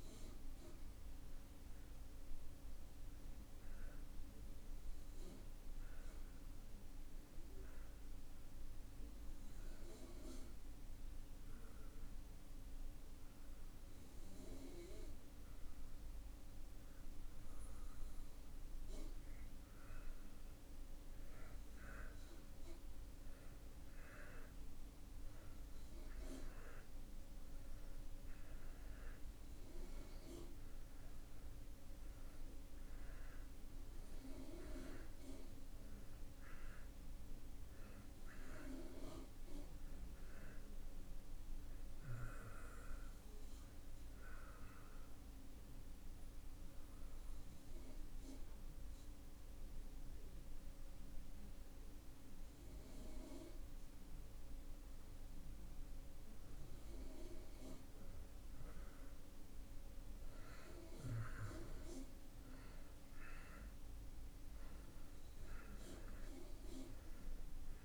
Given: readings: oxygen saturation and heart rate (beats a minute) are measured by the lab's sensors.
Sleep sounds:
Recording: breathing in sleep by a room microphone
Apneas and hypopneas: 2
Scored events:
0.00-13.50 s: oxygen desaturation (device-marked, oxygen 88% lowest)
7.00-20.00 s: hypopnea (oxygen 97% before, 86% lowest)
23.00-27.50 s: arousal
30.50-55.50 s: oxygen desaturation (device-marked, oxygen 94% before, 86% lowest)
44.50-56.50 s: mixed apnea (oxygen 94% before, 86% lowest)
58.50-62.00 s: arousal
From the record:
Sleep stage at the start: N2 (light sleep)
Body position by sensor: on the back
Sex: male

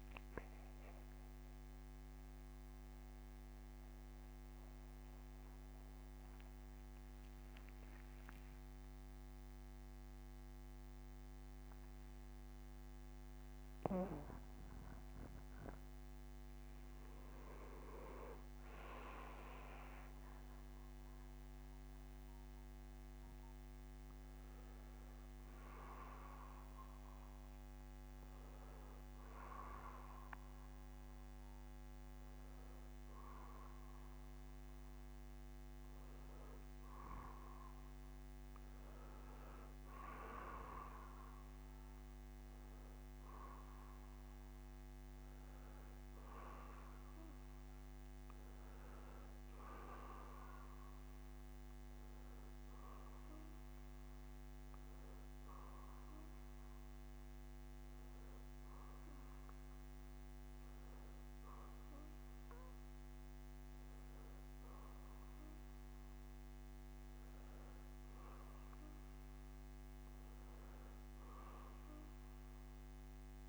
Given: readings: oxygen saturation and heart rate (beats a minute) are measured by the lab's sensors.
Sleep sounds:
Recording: a person partly awake in a sleep study, by a microphone on the trachea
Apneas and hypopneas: none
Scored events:
34.00-73.49 s: new sleep stage, N1 (lightest sleep)
42.00-60.00 s: oxygen desaturation (device-marked, oxygen 94% before, 91% lowest, heart rate 68 before, 62 extreme)
From the record:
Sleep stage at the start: awake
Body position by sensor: on the back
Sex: male

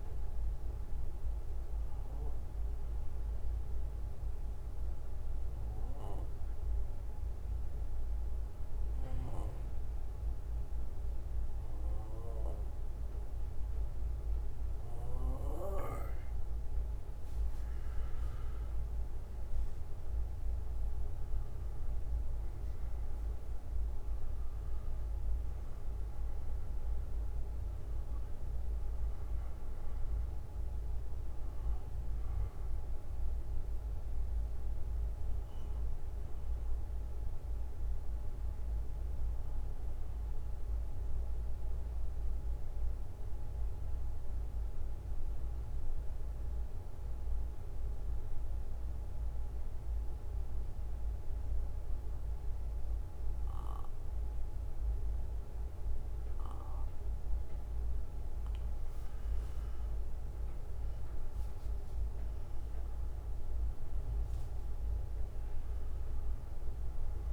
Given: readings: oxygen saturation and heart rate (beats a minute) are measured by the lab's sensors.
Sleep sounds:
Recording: breathing in sleep, hard to hear, by a room microphone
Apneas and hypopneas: 2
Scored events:
0.00-13.00 s: bradycardia (device-marked, heart rate 48 extreme)
0.50-17.00 s: obstructive apnea (oxygen 98% before, 91% lowest, heart rate 58 before, 48 extreme, up 31 after)
19.50-24.50 s: arousal
32.00-58.00 s: bradycardia (device-marked, heart rate 61 before, 42 extreme)
35.00-58.50 s: obstructive apnea (oxygen 97% before, 91% lowest, heart rate 69 before, 42 extreme, up 19 after)
36.00-52.00 s: oxygen desaturation (device-marked, oxygen 95% before, 91% lowest, heart rate 69 before, 42 extreme)
61.00-64.50 s: arousal
From the record:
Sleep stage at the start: N2 (light sleep)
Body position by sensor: on the back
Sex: male

